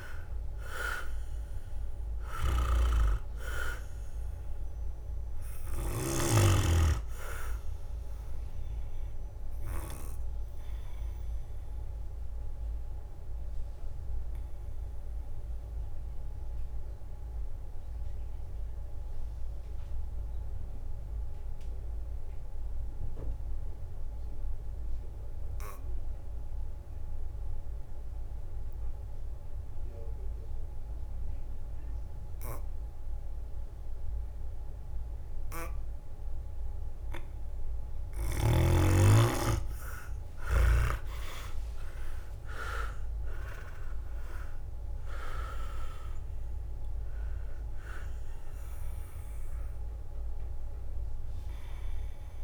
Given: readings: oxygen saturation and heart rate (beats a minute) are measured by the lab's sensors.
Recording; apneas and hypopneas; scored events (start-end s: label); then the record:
breathing in sleep by a room microphone; 1
0.00-13.00 s: drop in pulse transit time (device-marked, heart rate 63 extreme)
0.00-28.00 s: oxygen desaturation (device-marked, oxygen 90% lowest, heart rate 57 extreme)
12.50-37.00 s: obstructive apnea (oxygen 99% before, 90% lowest, heart rate 67 before, 57 extreme, up 16 after)
38.50-42.50 s: leg movement (device-marked)
39.50-43.50 s: arousal
41.00-52.44 s: drop in pulse transit time (device-marked, heart rate 62 before, 58 extreme)
46.00-52.44 s: oxygen desaturation (device-marked, oxygen 98% before, 90% lowest, heart rate 65 before, 57 extreme)
From the record:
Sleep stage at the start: N2 (light sleep); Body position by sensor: on the back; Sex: male